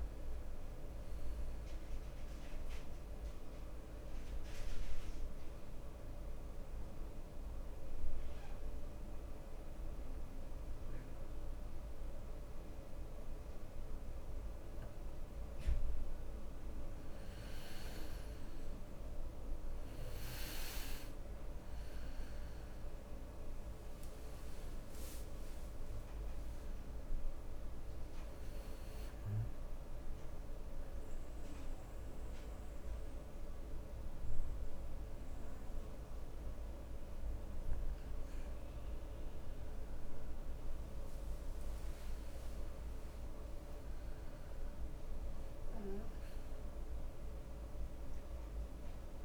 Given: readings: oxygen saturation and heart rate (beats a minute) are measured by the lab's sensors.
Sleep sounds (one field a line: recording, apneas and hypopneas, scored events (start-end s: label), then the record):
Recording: breathing in sleep, hard to hear, by a room microphone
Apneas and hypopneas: 2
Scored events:
4.00-15.50 s: obstructive apnea (oxygen 99% before, 93% lowest, heart rate 72 before, 68 extreme, up 10 after)
13.50-27.50 s: oxygen desaturation (device-marked, oxygen 98% before, 93% lowest, heart rate 72 before, 68 extreme)
18.00-21.50 s: arousal
29.50-40.50 s: obstructive apnea (oxygen 98% before, 94% lowest, heart rate 75 before, 68 extreme, up 12 after)
42.00-46.00 s: arousal
From the record:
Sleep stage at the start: N2 (light sleep)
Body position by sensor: on the right side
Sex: male